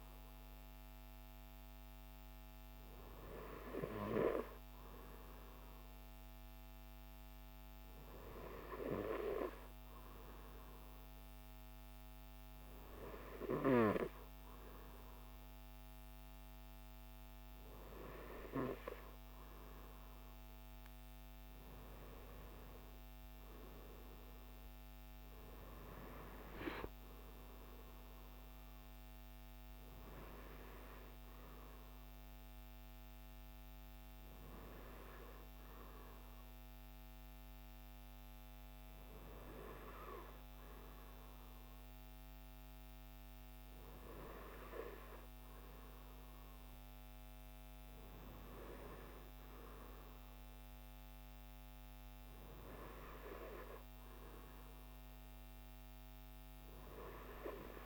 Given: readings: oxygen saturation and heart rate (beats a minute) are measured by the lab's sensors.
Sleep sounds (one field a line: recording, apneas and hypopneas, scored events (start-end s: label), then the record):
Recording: breathing in sleep by a microphone on the trachea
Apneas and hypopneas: none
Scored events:
20.50-25.00 s: arousal
From the record:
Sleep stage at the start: N2 (light sleep)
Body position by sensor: on the right side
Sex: male